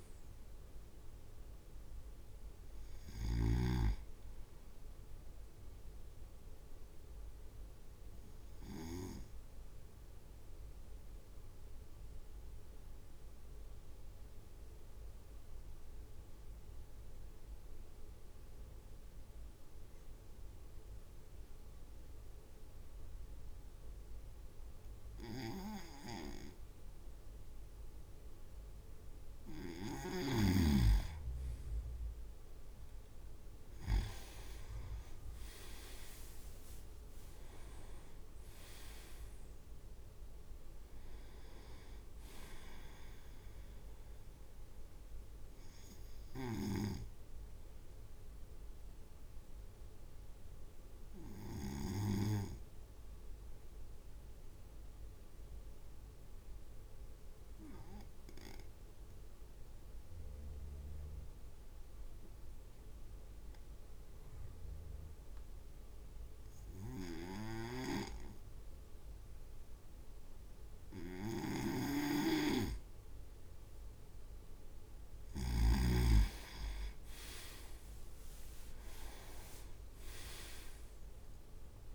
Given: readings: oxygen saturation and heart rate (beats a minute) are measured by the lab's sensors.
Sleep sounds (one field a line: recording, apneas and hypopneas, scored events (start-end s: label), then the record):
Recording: breathing in sleep by a room microphone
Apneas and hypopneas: 2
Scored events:
0.00-1.50 s: drop in pulse transit time (device-marked, heart rate 57 extreme)
0.00-3.50 s: snoring (device-marked)
5.00-28.00 s: obstructive apnea (oxygen 99% before, 95% lowest, heart rate 58 before, 52 extreme, up 3 after)
31.50-34.50 s: arousal
34.50-46.50 s: drop in pulse transit time (device-marked, heart rate 54 before, 55 extreme)
35.50-37.50 s: leg movement (device-marked)
48.00-72.00 s: obstructive apnea (oxygen 99% before, 96% lowest, heart rate 56 before, 52 extreme, up 3 after)
71.00-76.00 s: snoring (device-marked)
76.00-80.00 s: leg movement (device-marked)
78.00-81.50 s: arousal
78.50-81.95 s: drop in pulse transit time (device-marked, heart rate 54 before, 55 extreme)
80.00-81.00 s: leg movement (device-marked)
From the record:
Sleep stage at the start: N2 (light sleep)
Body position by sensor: on the right side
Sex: male